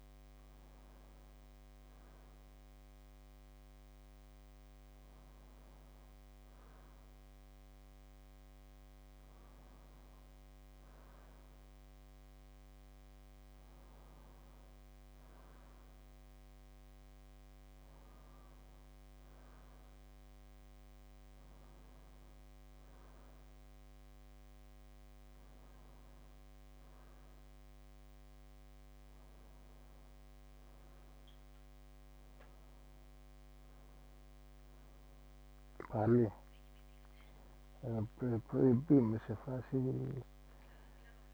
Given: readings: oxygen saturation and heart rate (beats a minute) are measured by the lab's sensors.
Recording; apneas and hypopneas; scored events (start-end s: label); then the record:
breathing in sleep by a microphone on the trachea; none
none scored
From the record:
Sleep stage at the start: N2 (light sleep); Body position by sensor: on the back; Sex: male